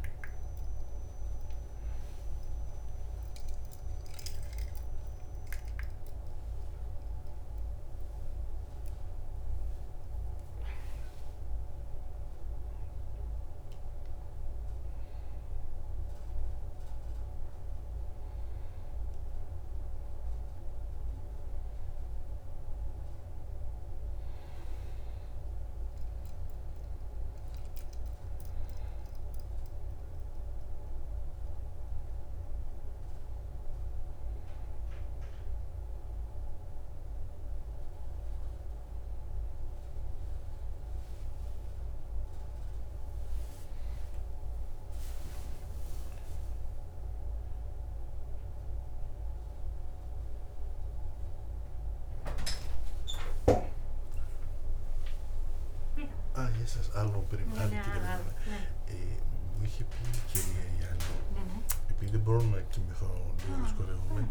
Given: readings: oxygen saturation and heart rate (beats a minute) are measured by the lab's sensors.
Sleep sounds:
a person awake in a sleep study, by a room microphone; none
none scored
From the record:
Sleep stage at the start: awake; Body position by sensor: on the back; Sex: male

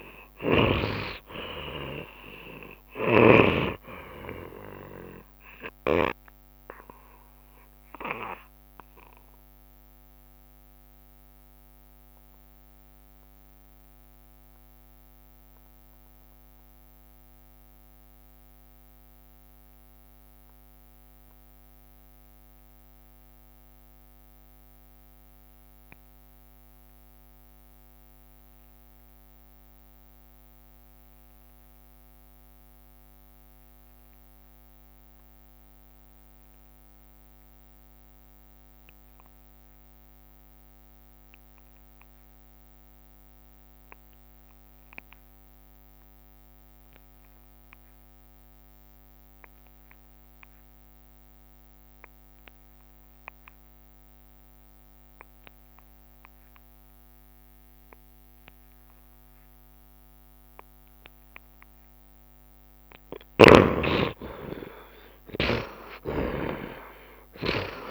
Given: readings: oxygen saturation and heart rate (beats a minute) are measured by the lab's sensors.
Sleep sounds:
breathing in sleep by a microphone on the trachea; 1
0.00-4.00 s: snoring (device-marked)
0.00-26.50 s: oxygen desaturation (device-marked, oxygen 68% lowest, heart rate 66 extreme)
6.00-62.00 s: obstructive apnea (oxygen 87% before, 65% lowest, heart rate 73 before, 66 extreme, up 4 after)
28.50-67.91 s: oxygen desaturation (device-marked, oxygen 90% before, 67% lowest, heart rate 69 before, 67 extreme)
64.00-67.91 s: arousal
From the record:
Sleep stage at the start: N2 (light sleep); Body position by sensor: on the back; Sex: male

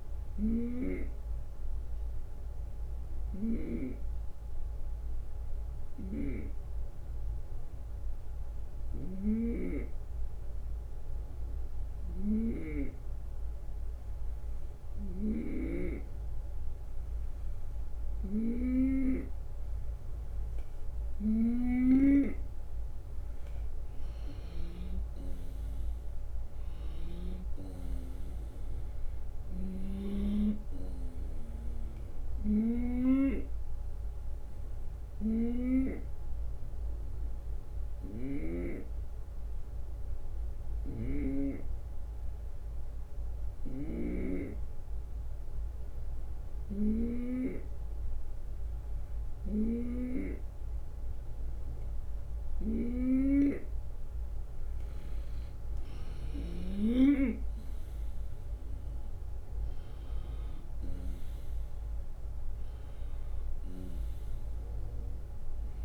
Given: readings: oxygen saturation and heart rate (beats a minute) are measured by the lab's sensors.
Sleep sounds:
breathing in sleep by a room microphone; 2
1.50-18.00 s: obstructive apnea (oxygen 95% before, 91% lowest)
5.50-21.50 s: snoring (device-marked)
24.00-28.50 s: arousal
26.00-28.00 s: long interval between heartbeats (device-marked)
32.50-57.00 s: snoring (device-marked)
34.50-52.50 s: hypopnea (oxygen 96% before, 91% lowest)
56.00-61.00 s: arousal
58.00-65.85 s: oxygen desaturation (device-marked, oxygen 95% before, 91% lowest)
From the record:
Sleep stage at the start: N2 (light sleep); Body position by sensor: on the right side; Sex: male

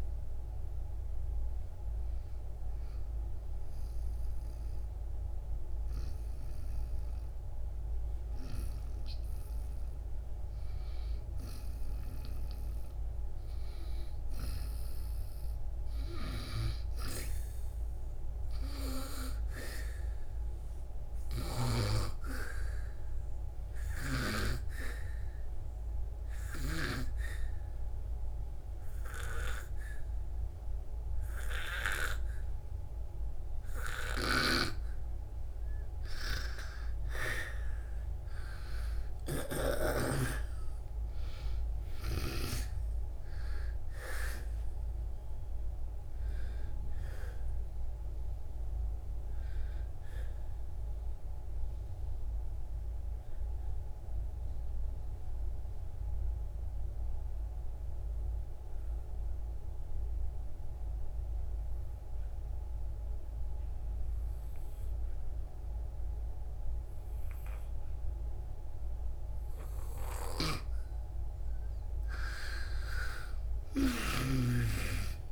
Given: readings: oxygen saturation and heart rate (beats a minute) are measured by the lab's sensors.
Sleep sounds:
breathing in sleep by a room microphone; 3
0.00-8.00 s: oxygen desaturation (device-marked, oxygen 88% lowest, heart rate 65 extreme)
4.00-14.00 s: obstructive apnea (oxygen 97% before, 89% lowest, heart rate 106 before, 65 extreme, up 34 after)
16.00-20.00 s: arousal
21.00-37.00 s: oxygen desaturation (device-marked, oxygen 98% before, 92% lowest, heart rate 71 before, 59 extreme)
23.00-35.50 s: obstructive apnea (oxygen 99% before, 87% lowest, heart rate 73 before, 59 extreme, up 31 after)
39.50-44.50 s: arousal
45.00-62.00 s: oxygen desaturation (device-marked, oxygen 95% before, 89% lowest, heart rate 86 before, 59 extreme)
51.50-70.50 s: obstructive apnea (oxygen 95% before, 87% lowest, heart rate 86 before, 59 extreme, up 19 after)
70.00-75.32 s: oxygen desaturation (device-marked, oxygen 98% before, 87% lowest, heart rate 63 before, 60 extreme)
72.50-75.32 s: arousal
From the record:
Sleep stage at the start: N2 (light sleep); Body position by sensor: on the back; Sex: female

